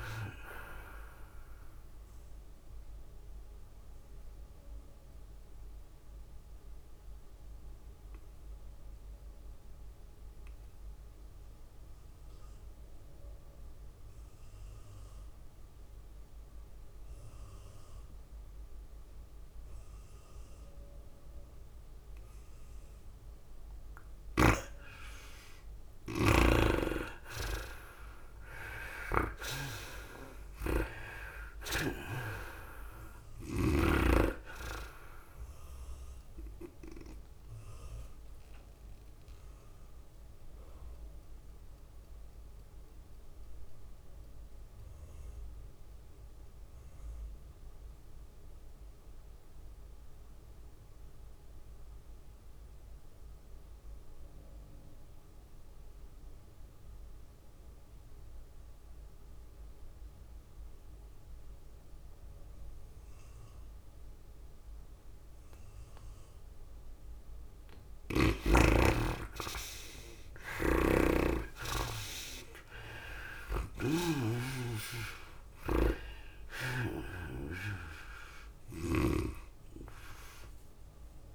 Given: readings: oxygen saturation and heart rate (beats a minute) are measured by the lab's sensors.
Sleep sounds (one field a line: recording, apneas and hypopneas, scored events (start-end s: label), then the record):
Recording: breathing in sleep by a room microphone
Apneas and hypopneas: 2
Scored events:
0.00-10.00 s: drop in pulse transit time (device-marked, heart rate 104 extreme)
0.00-17.00 s: oxygen desaturation (device-marked, oxygen 78% lowest, heart rate 100 extreme)
0.00-58.00 s: tachycardia (device-marked, heart rate 110 extreme)
3.00-27.50 s: mixed apnea (oxygen 98% before, 78% lowest, heart rate 104 before, 101 extreme, up 7 after)
22.00-48.00 s: oxygen desaturation (device-marked, oxygen 99% before, 83% lowest, heart rate 106 before, 99 extreme)
28.50-31.50 s: arousal
31.00-46.00 s: drop in pulse transit time (device-marked, heart rate 103 before, 106 extreme)
36.50-67.00 s: obstructive apnea (oxygen 99% before, 78% lowest, heart rate 104 before, 99 extreme, up 7 after)
60.00-81.35 s: oxygen desaturation (device-marked, oxygen 98% before, 78% lowest, heart rate 106 before, 99 extreme)
66.00-81.35 s: tachycardia (device-marked, heart rate 105 before, 110 extreme)
69.50-73.50 s: arousal
71.00-79.50 s: snoring (device-marked)
74.00-81.35 s: drop in pulse transit time (device-marked, heart rate 101 before, 106 extreme)
From the record:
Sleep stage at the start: N2 (light sleep)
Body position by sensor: on the back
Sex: female